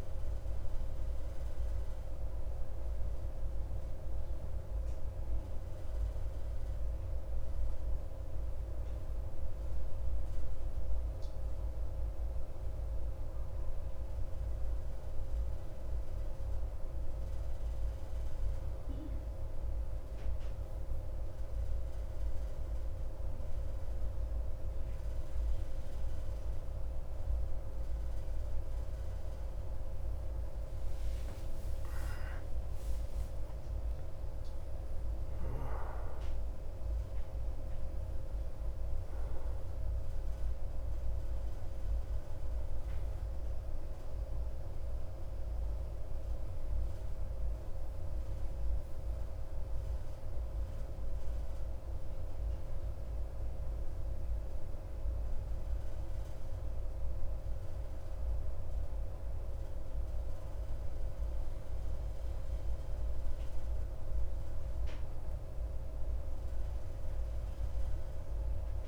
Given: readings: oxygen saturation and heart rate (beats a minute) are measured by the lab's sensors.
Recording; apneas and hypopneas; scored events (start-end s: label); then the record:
a person awake in a sleep study, hard to hear, by a room microphone; none
54.50-68.88 s: new sleep stage, N1 (lightest sleep)
From the record:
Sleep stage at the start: awake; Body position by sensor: on the back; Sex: male